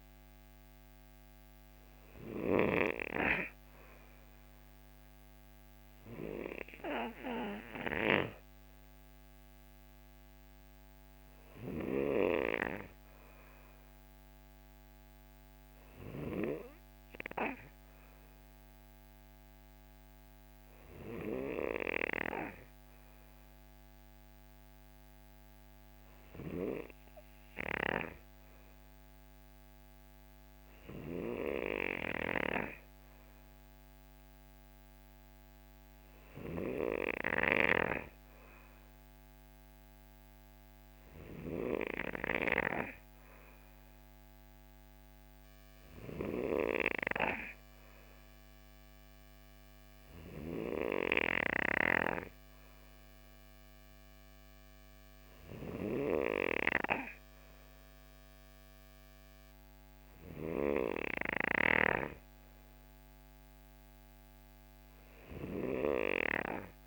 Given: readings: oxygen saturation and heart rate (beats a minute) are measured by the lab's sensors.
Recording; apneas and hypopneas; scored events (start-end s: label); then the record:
breathing in sleep by a microphone on the trachea; none
none scored
From the record:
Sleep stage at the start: N2 (light sleep); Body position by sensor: on the right side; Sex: male